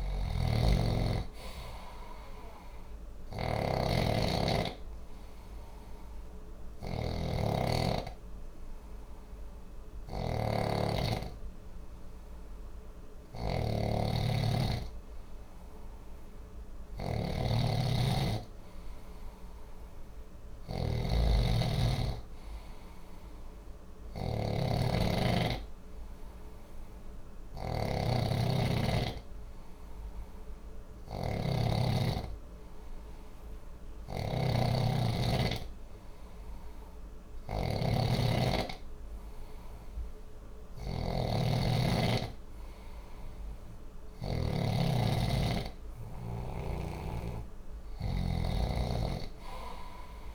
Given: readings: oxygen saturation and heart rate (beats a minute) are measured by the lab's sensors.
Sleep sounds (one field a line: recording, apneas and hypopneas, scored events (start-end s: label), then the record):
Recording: breathing in sleep by a room microphone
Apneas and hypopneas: 1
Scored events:
3.00-31.50 s: snoring (device-marked)
4.00-15.00 s: hypopnea (oxygen 95% before, 91% lowest, heart rate 60 before, 60 extreme, up 0 after)
17.50-22.50 s: arousal
33.50-44.50 s: snoring (device-marked)
46.50-50.34 s: snoring (device-marked)
From the record:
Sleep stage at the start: N2 (light sleep)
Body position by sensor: on the back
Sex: male